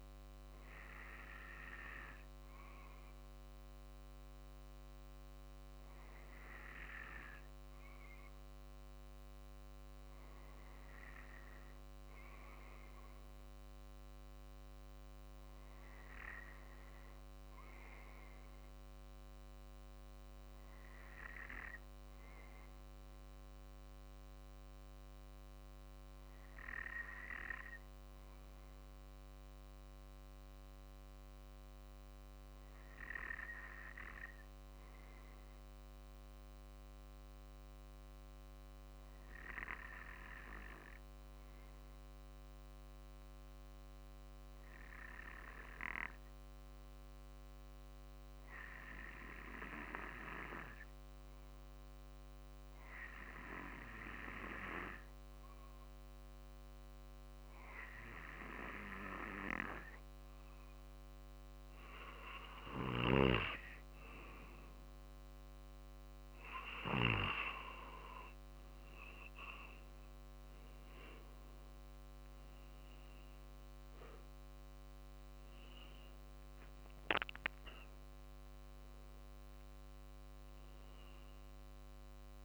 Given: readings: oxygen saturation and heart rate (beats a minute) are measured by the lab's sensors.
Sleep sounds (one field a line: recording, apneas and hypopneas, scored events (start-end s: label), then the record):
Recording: breathing in sleep by a microphone on the trachea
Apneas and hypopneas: 1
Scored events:
6.50-26.50 s: oxygen desaturation (device-marked, oxygen 97% before, 92% lowest, heart rate 48 before, 46 extreme)
14.50-58.50 s: obstructive apnea (oxygen 97% before, 89% lowest, heart rate 46 before, 46 extreme, up 1 after)
40.50-82.45 s: new sleep stage, N2 (light sleep)
51.50-62.50 s: drop in pulse transit time (device-marked, heart rate 47 before, 47 extreme)
61.00-65.50 s: arousal
75.50-82.45 s: drop in pulse transit time (device-marked, heart rate 48 before, 47 extreme)
From the record:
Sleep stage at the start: REM sleep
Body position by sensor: on the back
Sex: male